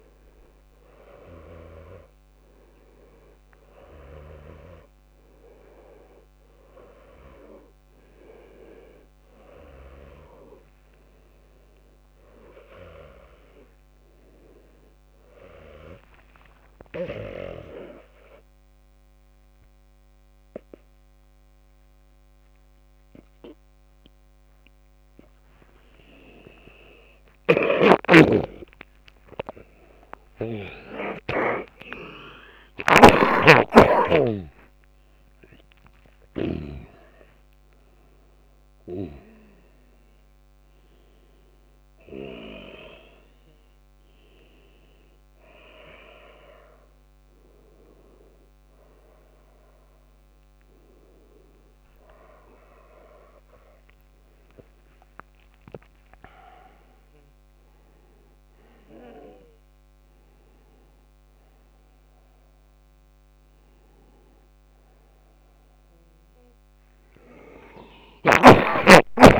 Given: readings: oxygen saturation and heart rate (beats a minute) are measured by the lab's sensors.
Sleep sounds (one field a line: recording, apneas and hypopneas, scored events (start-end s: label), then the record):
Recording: a person awake in a sleep study, by a microphone on the trachea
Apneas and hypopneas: none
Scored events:
0.00-16.00 s: tachycardia (device-marked, heart rate 132 extreme)
21.00-27.00 s: tachycardia (device-marked, heart rate 91 before, 107 extreme)
27.00-36.50 s: snoring (device-marked)
36.00-51.00 s: tachycardia (device-marked, heart rate 92 before, 121 extreme)
From the record:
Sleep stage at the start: awake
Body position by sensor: upright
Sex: male